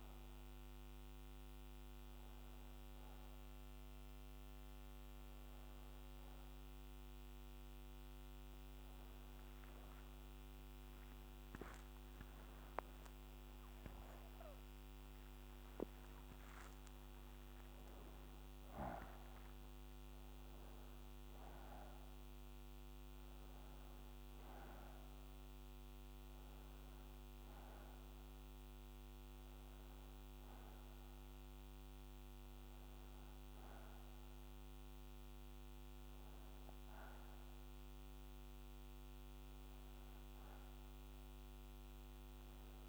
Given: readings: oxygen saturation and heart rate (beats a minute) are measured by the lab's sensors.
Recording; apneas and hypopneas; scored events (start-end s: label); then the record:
breathing in sleep, hard to hear, by a microphone on the trachea; none
4.50-9.50 s: oxygen desaturation (device-marked, oxygen 94% before, 90% lowest, heart rate 73 before, 61 extreme)
11.00-16.00 s: arousal
31.50-42.89 s: oxygen desaturation (device-marked, oxygen 96% before, 92% lowest, heart rate 86 before, 62 extreme)
From the record:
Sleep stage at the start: N2 (light sleep); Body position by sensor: upright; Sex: male